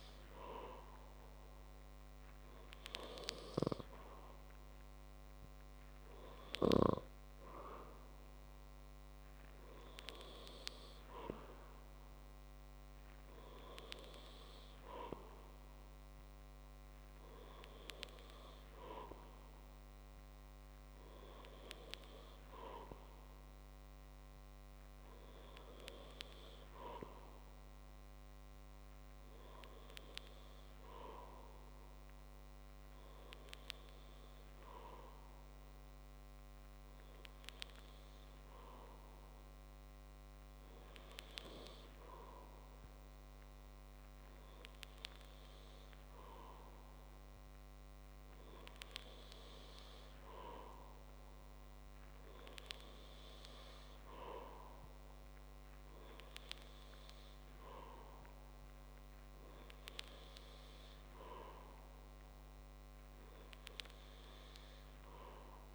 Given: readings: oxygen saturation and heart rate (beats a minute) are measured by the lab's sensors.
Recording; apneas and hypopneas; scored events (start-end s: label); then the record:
breathing in sleep by a microphone on the trachea; none
none scored
From the record:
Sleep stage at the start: N2 (light sleep); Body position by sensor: on the back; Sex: male